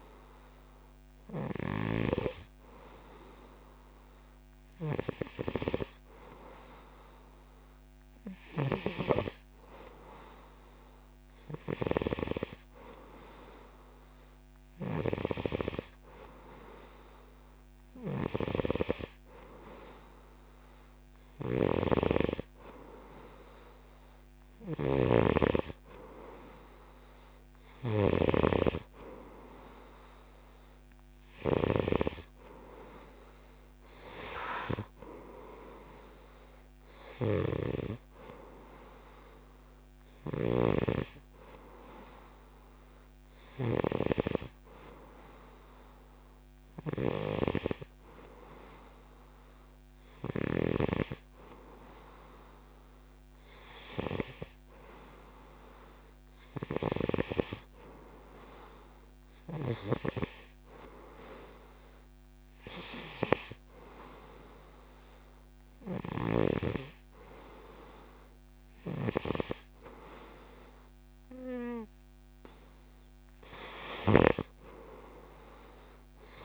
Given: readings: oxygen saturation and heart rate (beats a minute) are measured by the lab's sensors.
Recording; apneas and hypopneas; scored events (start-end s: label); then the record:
breathing in sleep by a microphone on the trachea; none
18.00-44.00 s: snoring (device-marked)
From the record:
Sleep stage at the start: N2 (light sleep); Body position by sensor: on the right side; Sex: male